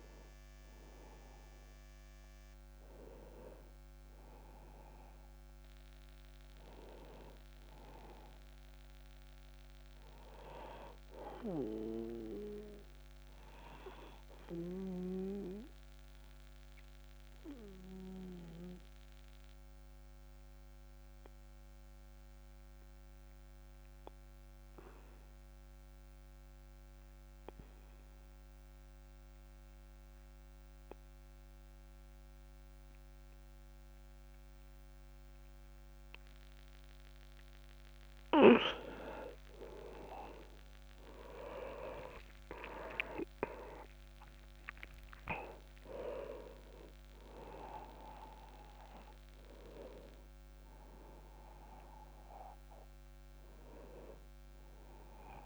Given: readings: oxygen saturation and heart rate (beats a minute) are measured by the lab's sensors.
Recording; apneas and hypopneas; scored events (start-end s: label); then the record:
breathing in sleep by a microphone on the trachea; 1
7.00-10.50 s: arousal
14.00-38.00 s: obstructive apnea (oxygen 100% before, 91% lowest)
36.00-55.46 s: oxygen desaturation (device-marked, oxygen 98% before, 91% lowest)
41.00-45.00 s: arousal
From the record:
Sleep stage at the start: N2 (light sleep); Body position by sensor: on the back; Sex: male